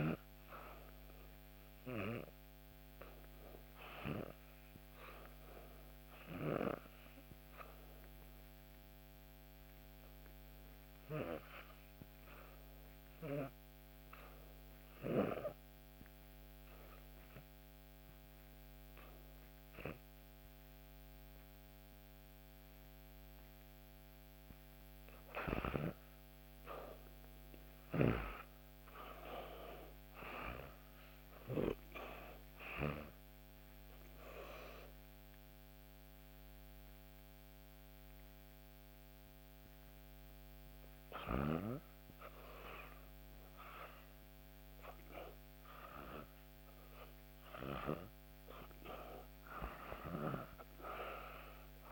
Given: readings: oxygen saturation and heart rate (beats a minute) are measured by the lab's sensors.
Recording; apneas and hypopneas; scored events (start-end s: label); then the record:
breathing in sleep by a microphone on the trachea; 1
0.00-2.50 s: oxygen desaturation (device-marked, oxygen 87% lowest, heart rate 67 extreme)
6.00-23.00 s: obstructive apnea (oxygen 92% before, 79% lowest, heart rate 70 before, 73 extreme, up 1 after)
26.00-30.00 s: arousal
27.50-48.50 s: oxygen desaturation (device-marked, oxygen 88% before, 79% lowest, heart rate 73 before, 74 extreme)
From the record:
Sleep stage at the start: REM sleep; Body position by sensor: on the back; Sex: female